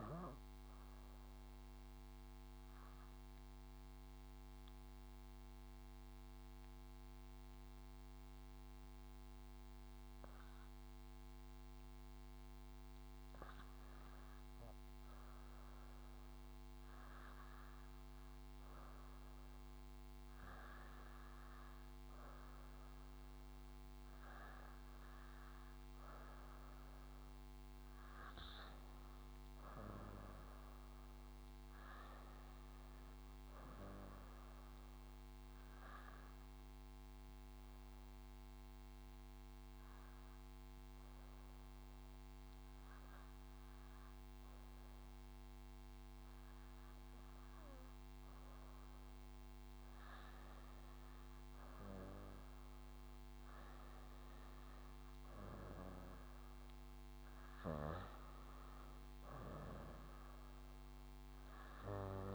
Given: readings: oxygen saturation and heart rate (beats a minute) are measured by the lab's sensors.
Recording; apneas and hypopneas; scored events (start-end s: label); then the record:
breathing in sleep by a microphone on the trachea; 2
1.00-14.50 s: mixed apnea (oxygen 97% before, 91% lowest, heart rate 61 before, 63 extreme, up 8 after)
17.50-21.50 s: arousal
23.50-39.50 s: oxygen desaturation (device-marked, oxygen 96% before, 91% lowest, heart rate 68 before, 69 extreme)
37.00-50.00 s: obstructive apnea (oxygen 96% before, 91% lowest, heart rate 71 before, 69 extreme, up 5 after)
51.50-56.00 s: arousal
From the record:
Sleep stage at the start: N2 (light sleep); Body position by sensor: on the back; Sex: female